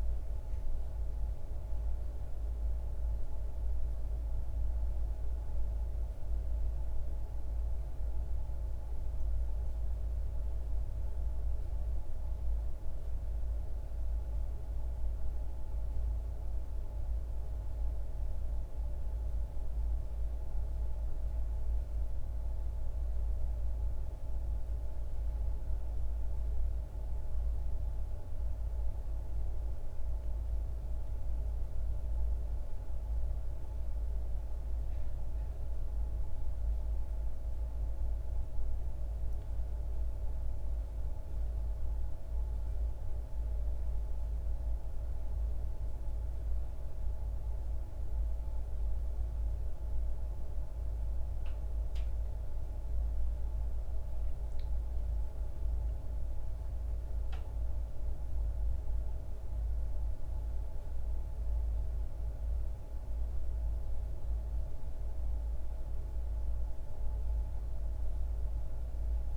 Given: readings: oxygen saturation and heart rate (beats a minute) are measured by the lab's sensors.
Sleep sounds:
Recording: a person awake in a sleep study, hard to hear, by a room microphone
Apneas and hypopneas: none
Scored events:
none scored
From the record:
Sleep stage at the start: awake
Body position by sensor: on the back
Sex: male

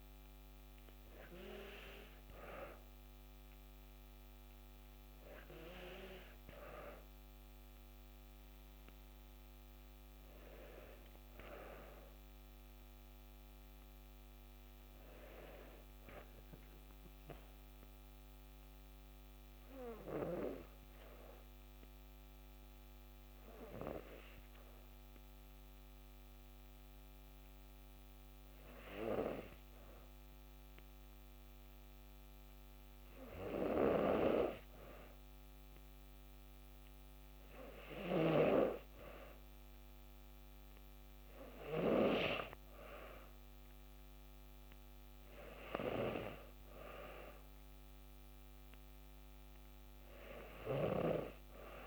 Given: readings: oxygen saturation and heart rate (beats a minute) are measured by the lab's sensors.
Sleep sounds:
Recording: breathing in sleep by a microphone on the trachea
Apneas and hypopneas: 1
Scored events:
16.50-35.00 s: obstructive apnea (oxygen 93% before, 91% lowest, heart rate 61 before, 59 extreme, up 2 after)
37.50-41.00 s: arousal
From the record:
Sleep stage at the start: N2 (light sleep)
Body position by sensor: on the back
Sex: female

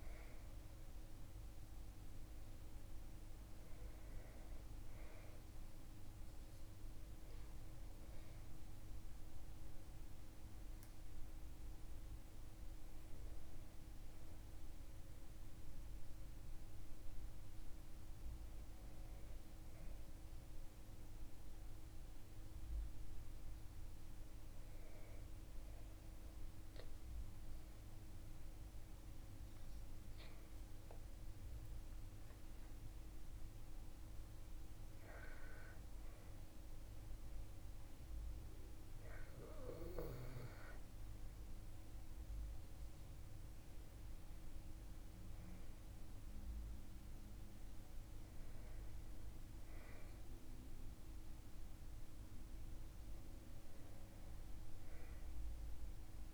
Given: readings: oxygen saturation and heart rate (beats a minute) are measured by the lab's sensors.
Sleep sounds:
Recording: breathing in sleep, hard to hear, by a room microphone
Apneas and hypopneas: none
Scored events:
none scored
From the record:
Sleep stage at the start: N2 (light sleep)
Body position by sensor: on the back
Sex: male

